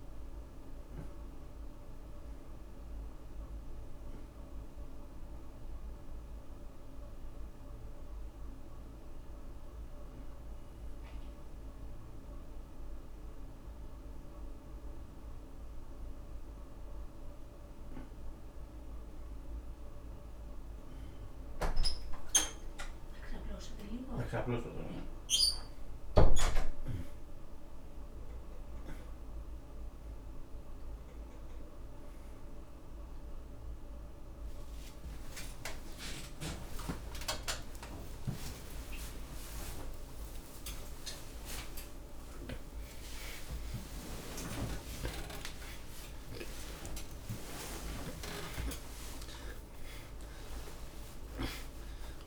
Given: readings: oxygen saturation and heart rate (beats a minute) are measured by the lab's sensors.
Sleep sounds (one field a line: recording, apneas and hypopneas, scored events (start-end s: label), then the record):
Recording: breathing in sleep by a room microphone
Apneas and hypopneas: 1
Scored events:
0.00-2.00 s: arousal
6.50-19.00 s: hypopnea (oxygen 95% before, 86% lowest, heart rate 94 before, 76 extreme, up 60 after)
8.00-20.00 s: oxygen desaturation (device-marked, oxygen 91% before, 87% lowest, heart rate 92 before, 79 extreme)
21.50-27.00 s: arousal
26.00-43.00 s: oxygen desaturation (device-marked, oxygen 90% before, 86% lowest)
44.00-49.50 s: arousal
From the record:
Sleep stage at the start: N2 (light sleep)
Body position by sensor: on the back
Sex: male